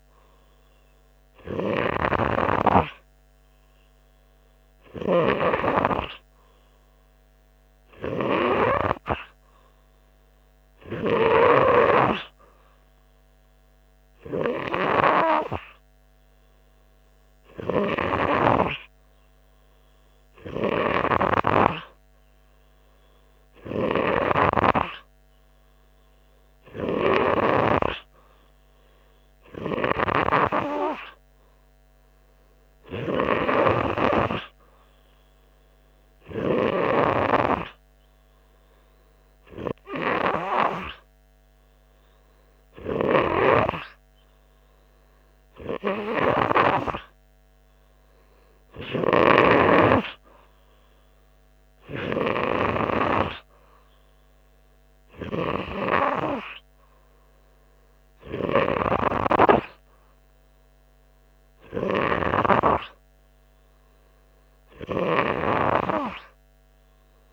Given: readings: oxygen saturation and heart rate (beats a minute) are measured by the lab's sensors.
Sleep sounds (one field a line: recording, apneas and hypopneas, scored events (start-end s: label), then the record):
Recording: breathing in sleep by a microphone on the trachea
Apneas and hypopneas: none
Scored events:
none scored
From the record:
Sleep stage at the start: N3 (deep sleep)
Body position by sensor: on the front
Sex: male